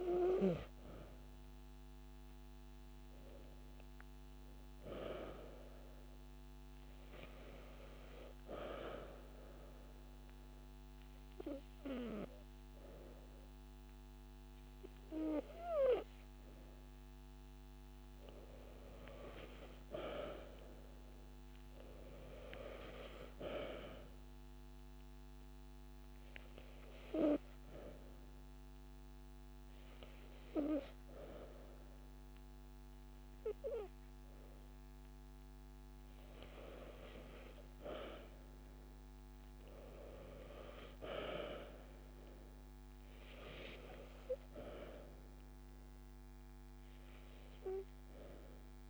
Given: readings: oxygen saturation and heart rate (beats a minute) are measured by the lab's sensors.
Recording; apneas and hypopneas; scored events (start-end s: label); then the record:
breathing in sleep by a microphone on the trachea; 2
1.50-5.00 s: arousal
7.50-18.00 s: obstructive apnea (oxygen 96% before, 93% lowest)
18.00-21.00 s: arousal
24.00-37.00 s: hypopnea (oxygen 96% before, 93% lowest)
29.00-41.00 s: oxygen desaturation (device-marked, oxygen 96% before, 93% lowest)
39.00-43.50 s: arousal
From the record:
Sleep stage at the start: N2 (light sleep); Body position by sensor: on the back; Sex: female